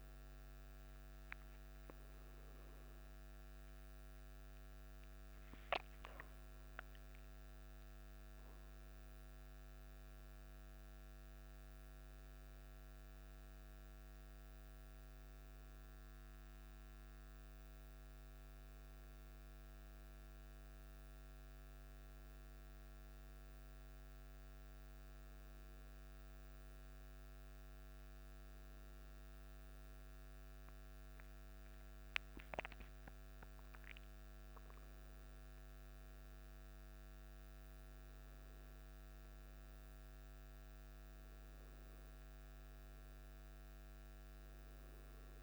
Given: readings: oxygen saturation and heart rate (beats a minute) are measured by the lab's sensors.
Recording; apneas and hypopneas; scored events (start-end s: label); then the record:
breathing in sleep, hard to hear, by a microphone on the trachea; none
3.00-6.50 s: arousal
From the record:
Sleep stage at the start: N1 (lightest sleep); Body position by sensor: on the back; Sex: male